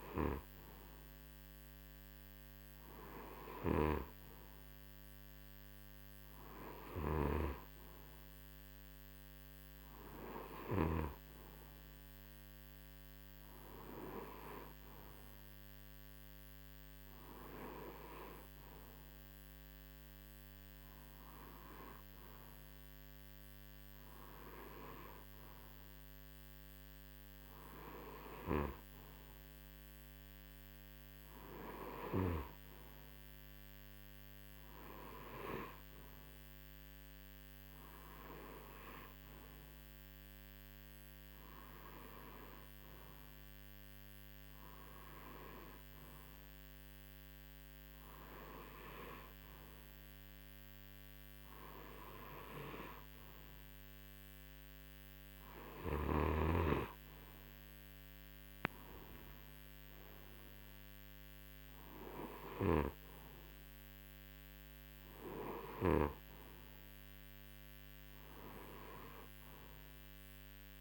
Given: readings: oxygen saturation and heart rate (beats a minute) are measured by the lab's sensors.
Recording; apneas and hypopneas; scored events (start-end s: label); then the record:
breathing in sleep by a microphone on the trachea; none
6.50-11.00 s: snoring (device-marked)
From the record:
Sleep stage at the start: N2 (light sleep); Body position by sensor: on the right side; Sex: male